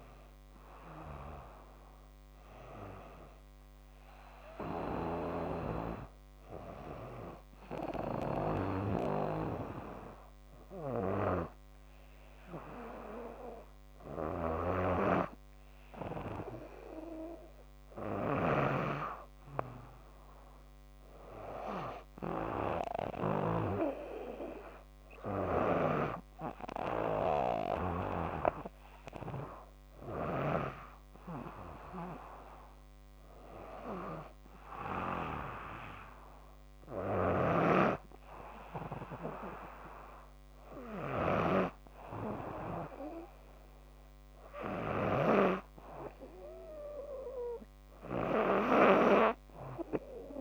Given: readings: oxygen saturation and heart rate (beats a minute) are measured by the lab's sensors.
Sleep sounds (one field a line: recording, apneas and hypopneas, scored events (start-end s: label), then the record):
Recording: breathing in sleep by a microphone on the trachea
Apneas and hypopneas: none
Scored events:
13.50-23.00 s: snoring (device-marked)
36.50-44.50 s: snoring (device-marked)
From the record:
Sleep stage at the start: N2 (light sleep)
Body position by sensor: on the back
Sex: female